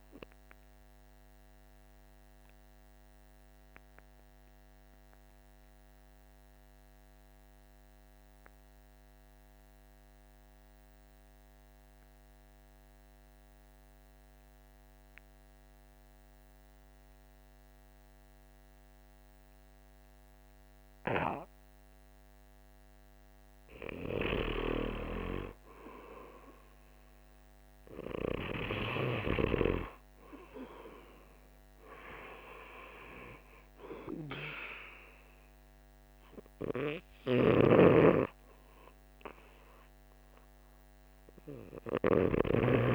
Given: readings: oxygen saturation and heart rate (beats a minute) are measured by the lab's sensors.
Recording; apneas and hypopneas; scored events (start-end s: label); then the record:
breathing in sleep by a microphone on the trachea; 1
0.50-22.00 s: obstructive apnea (oxygen 96% before, 79% lowest, heart rate 59 before, 50 extreme, up 12 after)
26.50-30.00 s: arousal
27.00-42.95 s: oxygen desaturation (device-marked, oxygen 96% before, 79% lowest, heart rate 53 before, 52 extreme)
37.00-42.50 s: snoring (device-marked)
From the record:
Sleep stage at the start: REM sleep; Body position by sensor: on the back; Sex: male